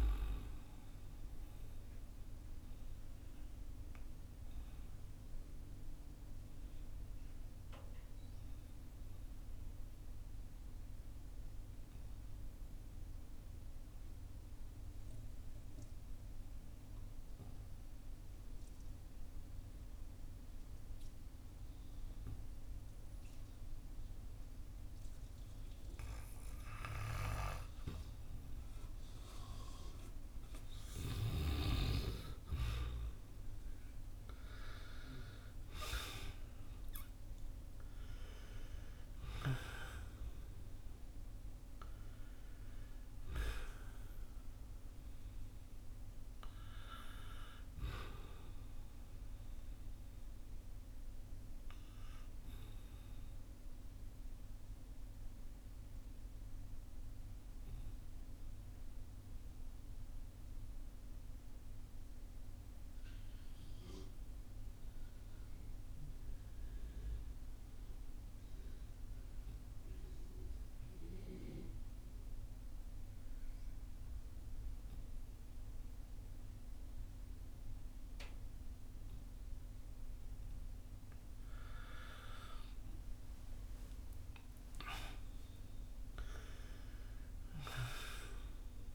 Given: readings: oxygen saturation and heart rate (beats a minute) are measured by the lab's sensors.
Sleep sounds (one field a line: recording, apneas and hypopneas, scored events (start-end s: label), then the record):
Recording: breathing in sleep by a room microphone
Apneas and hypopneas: 2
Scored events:
0.00-17.50 s: oxygen desaturation (device-marked, oxygen 90% lowest, heart rate 47 extreme)
1.00-29.00 s: obstructive apnea (oxygen 97% before, 89% lowest, heart rate 56 before, 47 extreme, up 8 after)
31.50-69.50 s: oxygen desaturation (device-marked, oxygen 97% before, 89% lowest, heart rate 52 before, 47 extreme)
32.50-37.50 s: arousal
48.50-83.00 s: obstructive apnea (oxygen 97% before, 89% lowest, heart rate 54 before, 47 extreme, up 14 after)
84.00-88.95 s: arousal
86.50-88.95 s: oxygen desaturation (device-marked, oxygen 97% before, 89% lowest, heart rate 53 before, 38 extreme)
From the record:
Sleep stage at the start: N2 (light sleep)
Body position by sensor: on the back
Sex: male